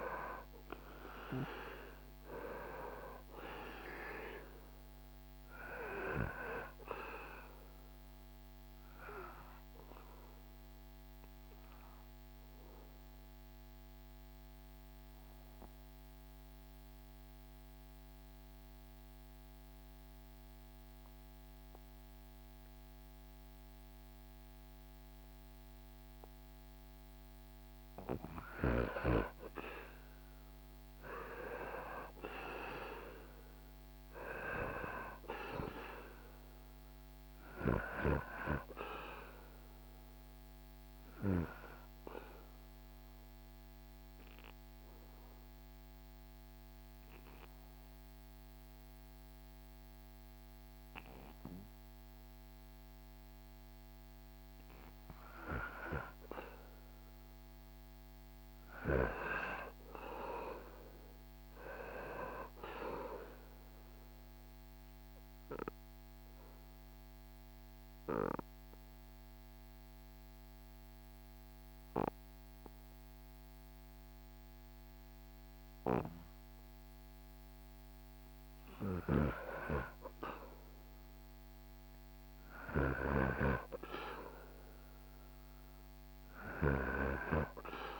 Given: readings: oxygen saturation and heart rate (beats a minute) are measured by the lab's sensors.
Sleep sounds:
breathing in sleep by a microphone on the trachea; 3
5.50-22.50 s: oxygen desaturation (device-marked, oxygen 98% before, 93% lowest, heart rate 71 before, 71 extreme)
8.00-26.00 s: obstructive apnea (oxygen 98% before, 93% lowest, heart rate 72 before, 71 extreme, up 8 after)
28.50-32.00 s: arousal
35.50-53.50 s: oxygen desaturation (device-marked, oxygen 98% before, 93% lowest, heart rate 74 before, 66 extreme)
39.00-53.00 s: obstructive apnea (oxygen 98% before, 93% lowest, heart rate 75 before, 66 extreme, up 8 after)
55.00-58.50 s: arousal
63.50-78.00 s: obstructive apnea (oxygen 98% before, 93% lowest, heart rate 75 before, 66 extreme, up 10 after)
64.50-81.50 s: oxygen desaturation (device-marked, oxygen 98% before, 94% lowest, heart rate 75 before, 66 extreme)
78.00-88.00 s: snoring (device-marked)
82.00-86.00 s: arousal
From the record:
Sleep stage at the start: REM sleep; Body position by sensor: on the back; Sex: male

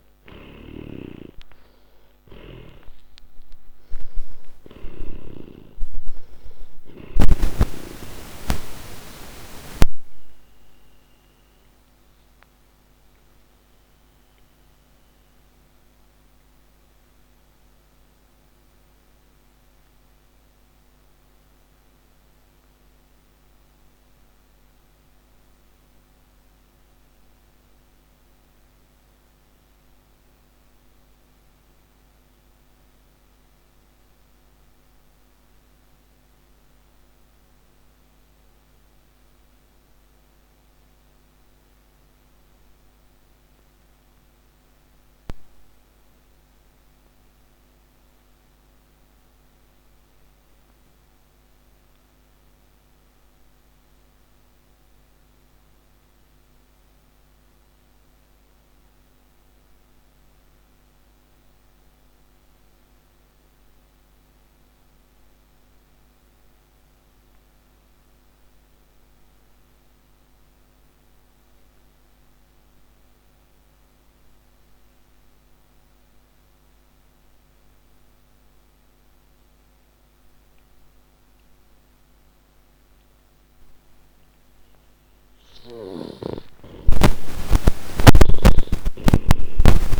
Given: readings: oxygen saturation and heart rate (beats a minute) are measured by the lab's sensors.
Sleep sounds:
breathing in sleep by a microphone on the trachea; 1
0.00-2.00 s: snoring (device-marked)
0.00-40.50 s: oxygen desaturation (device-marked, oxygen 78% lowest)
10.50-85.50 s: mixed apnea (oxygen 97% before, 78% lowest)
66.50-90.00 s: oxygen desaturation (device-marked, oxygen 98% before, 82% lowest)
86.50-90.00 s: arousal
From the record:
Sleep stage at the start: N2 (light sleep); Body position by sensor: on the back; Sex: male

